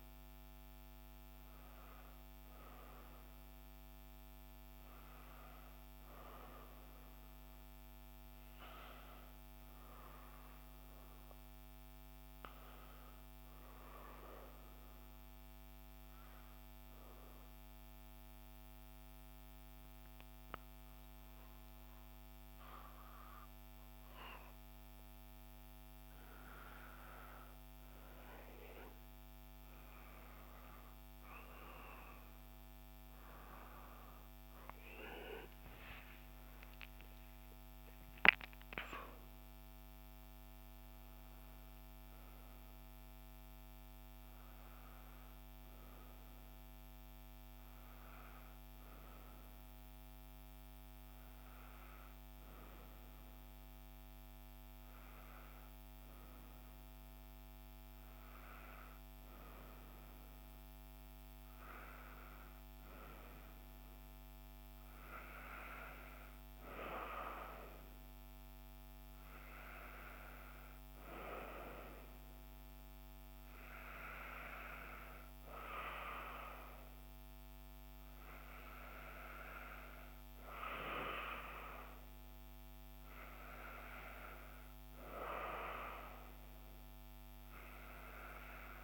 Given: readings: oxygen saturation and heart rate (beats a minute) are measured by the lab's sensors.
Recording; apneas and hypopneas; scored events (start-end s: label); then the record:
breathing in sleep by a microphone on the trachea; 1
14.00-26.00 s: obstructive apnea (oxygen 95% before, 91% lowest, heart rate 61 before, 60 extreme, up 0 after)
31.00-55.00 s: oxygen desaturation (device-marked, oxygen 96% before, 91% lowest, heart rate 60 before, 60 extreme)
32.50-36.00 s: arousal
From the record:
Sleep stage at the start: N2 (light sleep); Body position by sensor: on the right side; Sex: female